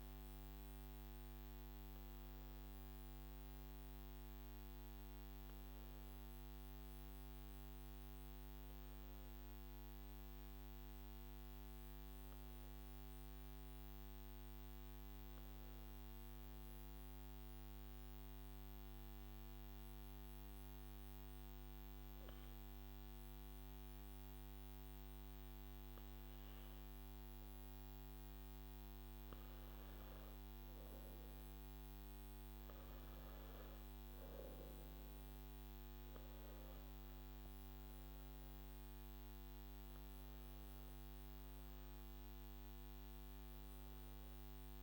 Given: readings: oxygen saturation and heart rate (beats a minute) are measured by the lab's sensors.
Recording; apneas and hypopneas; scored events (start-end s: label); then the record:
breathing in sleep, hard to hear, by a microphone on the trachea; 1
17.50-30.00 s: mixed apnea (oxygen 98% before, 94% lowest, heart rate 55 before, 49 extreme, up 12 after)
37.50-44.83 s: oxygen desaturation (device-marked, oxygen 98% before, 94% lowest, heart rate 52 before, 53 extreme)
From the record:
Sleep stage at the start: N1 (lightest sleep); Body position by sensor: on the back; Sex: male